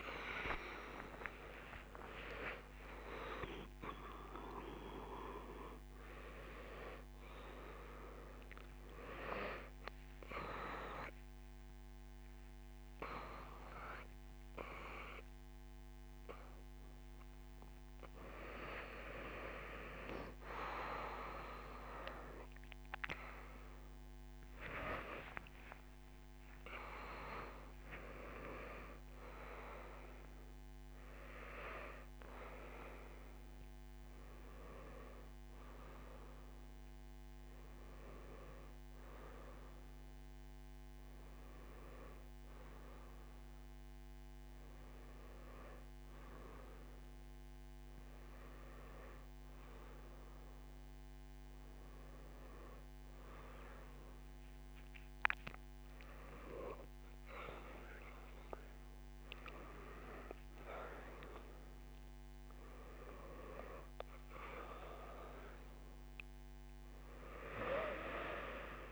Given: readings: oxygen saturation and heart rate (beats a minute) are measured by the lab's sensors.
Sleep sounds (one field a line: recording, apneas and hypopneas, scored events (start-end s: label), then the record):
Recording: a person partly awake in a sleep study, by a microphone on the trachea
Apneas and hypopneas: none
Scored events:
1.50-29.50 s: oxygen desaturation (device-marked, oxygen 95% before, 89% lowest)
1.50-31.50 s: new sleep stage, awake
31.50-68.92 s: new sleep stage, N1 (lightest sleep)
54.50-68.92 s: oxygen desaturation (device-marked, oxygen 98% before, 94% lowest)
62.50-67.50 s: arousal
From the record:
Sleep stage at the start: N2 (light sleep)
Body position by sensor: on the right side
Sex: female